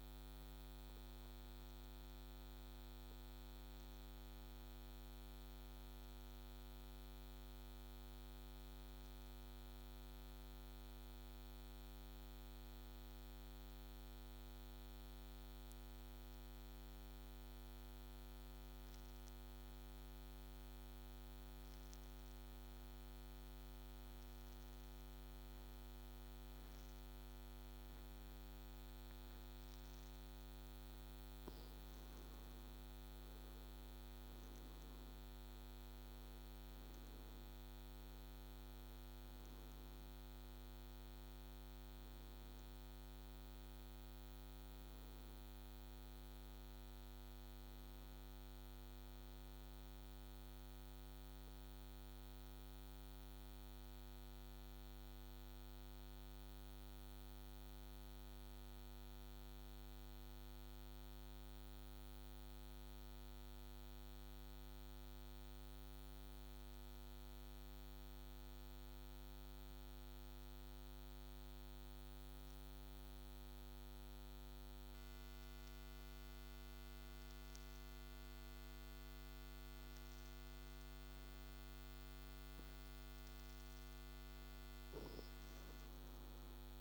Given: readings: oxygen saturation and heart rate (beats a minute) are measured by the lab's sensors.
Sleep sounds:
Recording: breathing in sleep, hard to hear, by a microphone on the trachea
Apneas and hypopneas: 2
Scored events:
0.00-18.00 s: oxygen desaturation (device-marked, oxygen 87% lowest, heart rate 63 extreme)
0.50-29.00 s: obstructive apnea (oxygen 99% before, 84% lowest, heart rate 68 before, 63 extreme, up 7 after)
28.00-67.00 s: oxygen desaturation (device-marked, oxygen 98% before, 84% lowest, heart rate 64 before, 62 extreme)
30.50-34.50 s: arousal
50.50-82.50 s: mixed apnea (oxygen 98% before, 83% lowest, heart rate 71 before, 62 extreme, up 10 after)
82.00-86.81 s: oxygen desaturation (device-marked, oxygen 98% before, 83% lowest, heart rate 66 before, 62 extreme)
85.00-86.81 s: arousal
From the record:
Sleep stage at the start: N2 (light sleep)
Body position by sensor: on the back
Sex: male

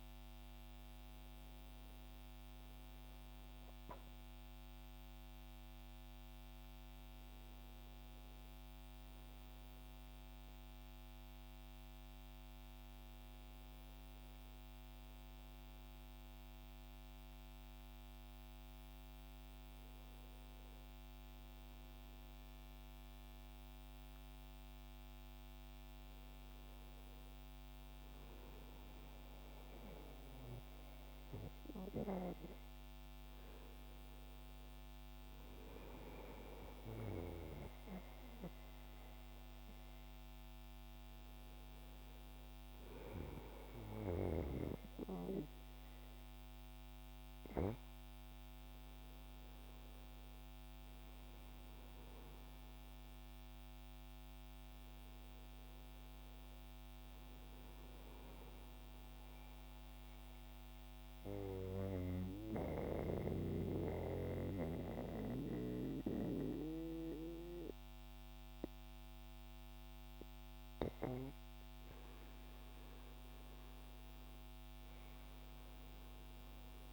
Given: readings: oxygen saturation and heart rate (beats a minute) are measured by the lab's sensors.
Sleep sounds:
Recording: breathing in sleep by a microphone on the trachea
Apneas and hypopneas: 1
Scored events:
56.00-76.93 s: new sleep stage, N2 (light sleep)
59.00-70.50 s: central apnea (oxygen 96% before, 90% lowest, heart rate 68 before, 66 extreme, up 4 after)
72.00-76.93 s: arousal
From the record:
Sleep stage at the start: N1 (lightest sleep)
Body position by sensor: on the back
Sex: male

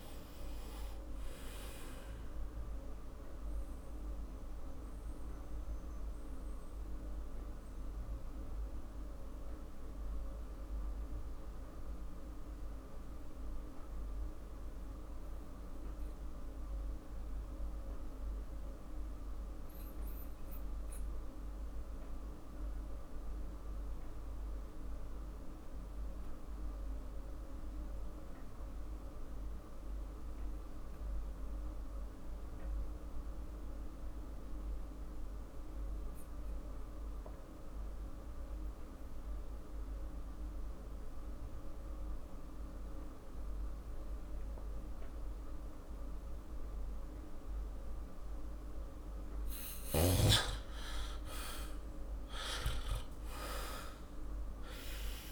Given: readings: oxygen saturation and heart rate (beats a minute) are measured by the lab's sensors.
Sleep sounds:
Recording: breathing in sleep, hard to hear, by a room microphone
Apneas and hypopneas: 1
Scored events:
4.00-47.50 s: mixed apnea (oxygen 97% before, 85% lowest, heart rate 51 before, 46 extreme, up 12 after)
26.00-50.00 s: oxygen desaturation (device-marked, oxygen 97% before, 85% lowest, heart rate 47 before, 46 extreme)
49.50-55.32 s: snoring (device-marked)
50.50-55.00 s: arousal
From the record:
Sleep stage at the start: N2 (light sleep)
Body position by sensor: on the back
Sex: male

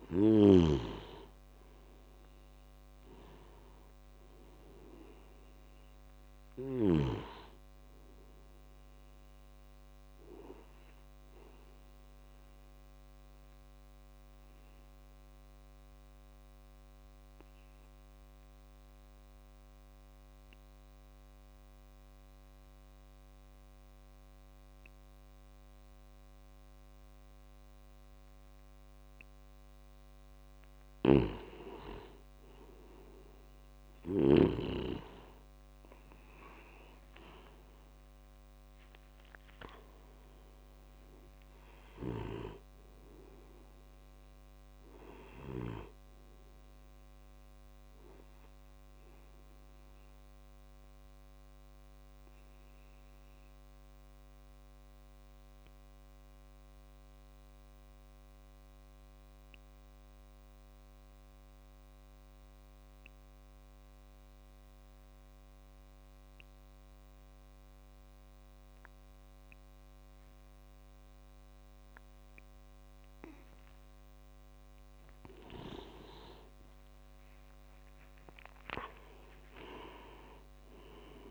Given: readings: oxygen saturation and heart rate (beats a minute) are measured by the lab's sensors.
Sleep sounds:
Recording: breathing in sleep by a microphone on the trachea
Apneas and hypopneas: 2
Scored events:
0.00-24.00 s: oxygen desaturation (device-marked, oxygen 90% lowest)
13.50-29.00 s: obstructive apnea (oxygen 97% before, 90% lowest)
30.50-34.50 s: snoring (device-marked)
36.00-40.50 s: arousal
37.00-56.00 s: oxygen desaturation (device-marked, oxygen 97% before, 91% lowest)
41.50-45.50 s: snoring (device-marked)
50.50-73.50 s: obstructive apnea (oxygen 98% before, 89% lowest)
70.00-81.31 s: oxygen desaturation (device-marked, oxygen 97% before, 89% lowest)
76.00-80.00 s: arousal
From the record:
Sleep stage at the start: N2 (light sleep)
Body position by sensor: on the back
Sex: male

